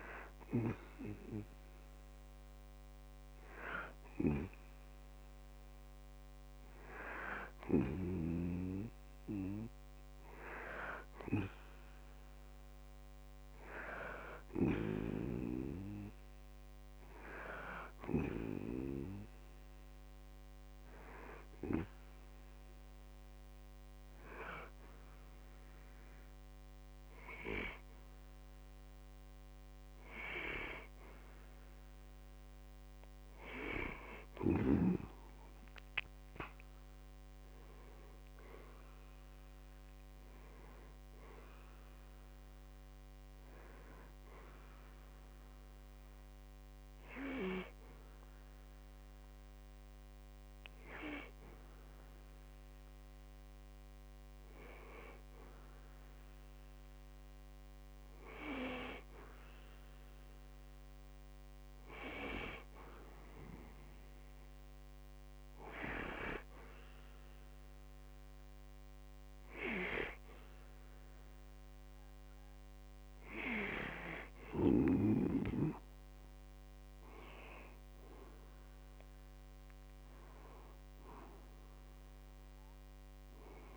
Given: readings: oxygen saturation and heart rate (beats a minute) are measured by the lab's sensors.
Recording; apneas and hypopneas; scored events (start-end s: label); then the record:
breathing in sleep by a microphone on the trachea; 1
20.00-30.00 s: hypopnea (oxygen 94% before, 92% lowest, heart rate 64 before, 60 extreme, up 7 after)
35.00-39.50 s: arousal
From the record:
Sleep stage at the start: N2 (light sleep); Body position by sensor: on the back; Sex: male